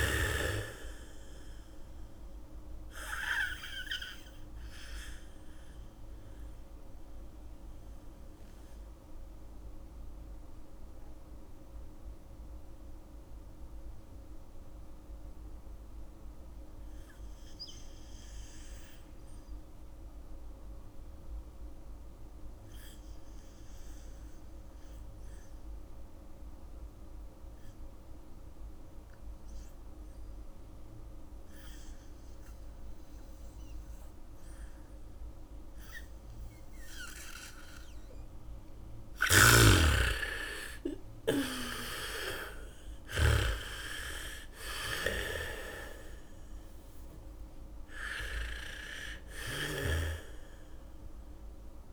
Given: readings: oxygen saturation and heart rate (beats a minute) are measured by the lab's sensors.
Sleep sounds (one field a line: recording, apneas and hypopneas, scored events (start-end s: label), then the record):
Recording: breathing in sleep by a room microphone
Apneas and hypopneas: 1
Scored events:
0.00-23.00 s: oxygen desaturation (device-marked, oxygen 80% lowest, heart rate 46 extreme)
5.50-37.50 s: mixed apnea (oxygen 97% before, 77% lowest, heart rate 58 before, 46 extreme, up 2 after)
25.00-51.93 s: oxygen desaturation (device-marked, oxygen 98% before, 77% lowest, heart rate 79 before, 46 extreme)
28.00-44.00 s: bradycardia (device-marked, heart rate 69 before, 46 extreme)
39.50-43.50 s: snoring (device-marked)
40.00-44.50 s: arousal
From the record:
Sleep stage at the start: N2 (light sleep)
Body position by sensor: on the back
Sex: female